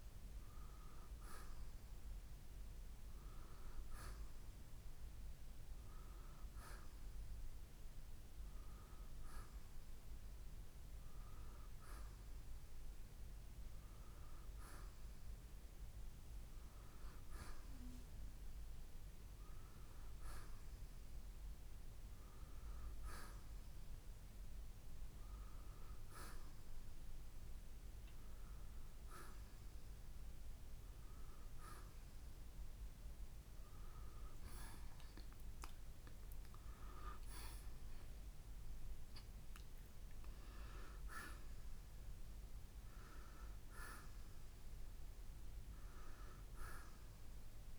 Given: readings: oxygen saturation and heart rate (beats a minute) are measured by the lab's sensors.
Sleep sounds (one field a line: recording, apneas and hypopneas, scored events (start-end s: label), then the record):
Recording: breathing in sleep by a room microphone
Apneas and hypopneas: none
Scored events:
none scored
From the record:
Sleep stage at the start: N2 (light sleep)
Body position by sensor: on the right side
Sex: male